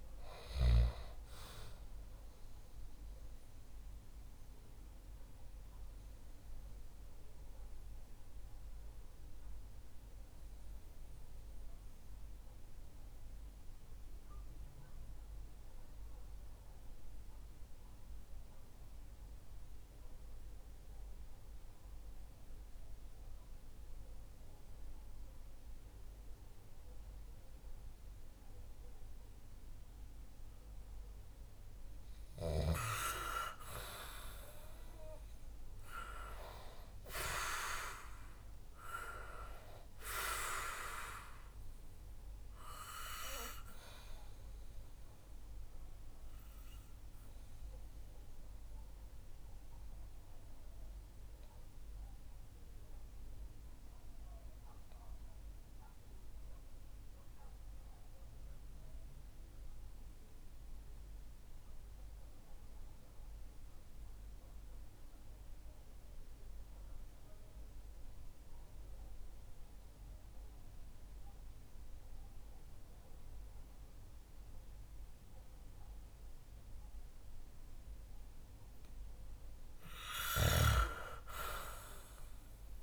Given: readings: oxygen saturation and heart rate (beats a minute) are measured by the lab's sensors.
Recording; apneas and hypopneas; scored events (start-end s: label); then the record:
breathing in sleep by a room microphone; 2
0.00-19.50 s: oxygen desaturation (device-marked, oxygen 88% lowest, heart rate 57 extreme)
4.00-30.00 s: mixed apnea (oxygen 98% before, 88% lowest, heart rate 67 before, 57 extreme, up 7 after)
33.50-38.00 s: arousal
45.00-78.50 s: obstructive apnea (oxygen 98% before, 89% lowest, heart rate 65 before, 60 extreme, up 5 after)
45.50-61.50 s: oxygen desaturation (device-marked, oxygen 95% before, 91% lowest, heart rate 65 before, 60 extreme)
80.50-82.83 s: arousal
From the record:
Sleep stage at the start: N2 (light sleep); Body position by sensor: on the back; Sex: male